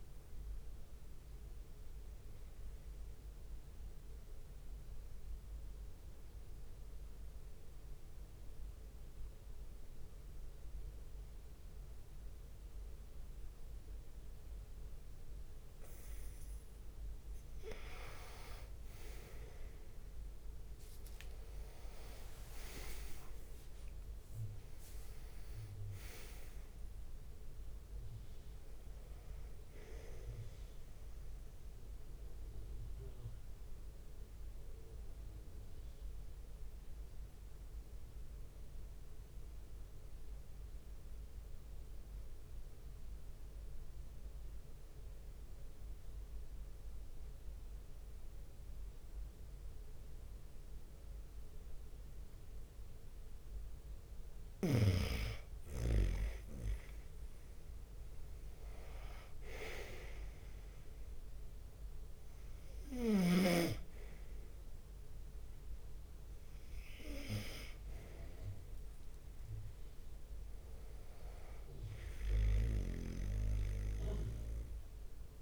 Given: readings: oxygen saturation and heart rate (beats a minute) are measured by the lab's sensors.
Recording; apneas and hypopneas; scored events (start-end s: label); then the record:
breathing in sleep by a room microphone; 2
0.00-16.00 s: bradycardia (device-marked)
0.50-15.00 s: obstructive apnea (oxygen 97% before, 93% lowest)
11.00-12.50 s: leg movement (device-marked)
19.50-24.00 s: arousal
21.50-27.50 s: leg movement (device-marked)
24.00-44.00 s: oxygen desaturation (device-marked, oxygen 97% before, 93% lowest)
28.00-30.00 s: long interval between heartbeats (device-marked)
30.00-75.42 s: bradycardia (device-marked)
32.50-53.50 s: obstructive apnea (oxygen 97% before, 93% lowest)
33.50-35.50 s: long interval between heartbeats (device-marked)
52.50-54.50 s: leg movement (device-marked)
55.00-57.00 s: long interval between heartbeats (device-marked)
55.00-57.50 s: leg movement (device-marked)
56.50-60.50 s: arousal
58.00-75.42 s: oxygen desaturation (device-marked, oxygen 98% before, 94% lowest)
59.00-61.00 s: leg movement (device-marked)
64.00-66.00 s: long interval between heartbeats (device-marked)
65.50-73.00 s: leg movement (device-marked)
From the record:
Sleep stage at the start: N2 (light sleep); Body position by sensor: on the right side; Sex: male